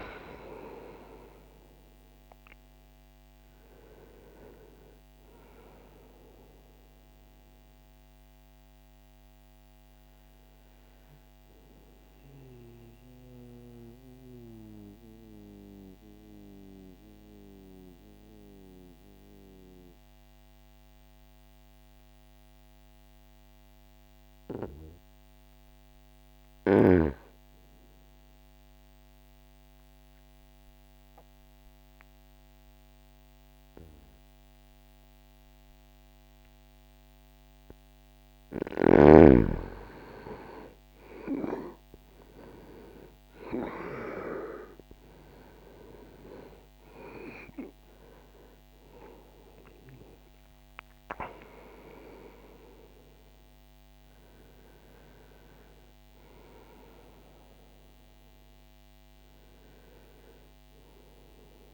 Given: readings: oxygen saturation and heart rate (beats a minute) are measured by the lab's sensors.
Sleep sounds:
breathing in sleep by a microphone on the trachea; 1
0.00-9.50 s: oxygen desaturation (device-marked, oxygen 91% lowest, heart rate 60 extreme)
12.00-37.00 s: mixed apnea (oxygen 96% before, 88% lowest, heart rate 64 before, 60 extreme, up 2 after)
20.50-29.50 s: oxygen desaturation (device-marked, oxygen 93% before, 89% lowest, heart rate 63 before, 60 extreme)
40.50-46.00 s: arousal
From the record:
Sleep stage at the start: N2 (light sleep); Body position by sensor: on the back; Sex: male

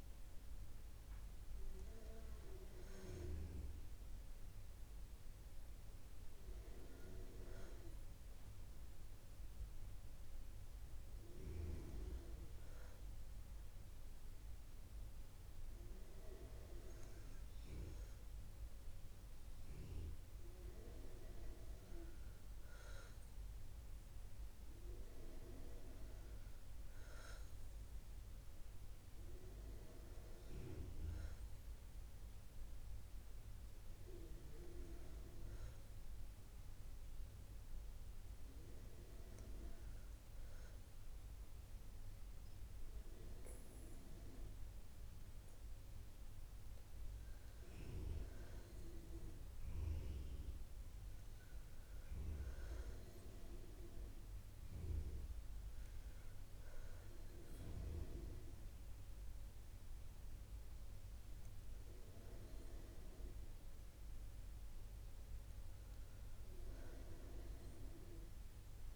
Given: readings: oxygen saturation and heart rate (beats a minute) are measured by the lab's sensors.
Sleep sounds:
breathing in sleep by a room microphone; 1
3.00-6.50 s: arousal
10.50-21.50 s: hypopnea (oxygen 96% before, 89% lowest, heart rate 60 before, 59 extreme, up 3 after)
22.00-39.00 s: oxygen desaturation (device-marked, oxygen 94% before, 91% lowest, heart rate 60 before, 61 extreme)
24.00-27.50 s: arousal
51.00-68.96 s: oxygen desaturation (device-marked, oxygen 93% before, 89% lowest, heart rate 62 before, 60 extreme)
From the record:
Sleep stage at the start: N2 (light sleep); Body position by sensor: on the back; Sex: female

